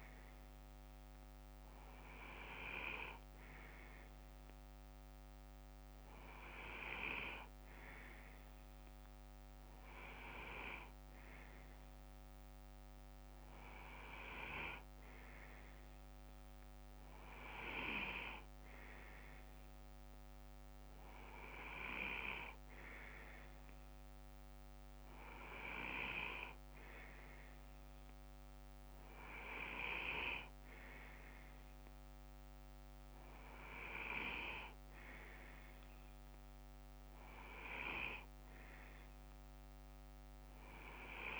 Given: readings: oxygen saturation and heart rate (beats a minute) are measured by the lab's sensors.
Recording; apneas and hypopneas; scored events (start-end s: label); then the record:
breathing in sleep by a microphone on the trachea; none
34.00-37.00 s: bradycardia (device-marked, heart rate 61 before, 60 extreme)
From the record:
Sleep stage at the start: N2 (light sleep); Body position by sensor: on the left side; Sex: male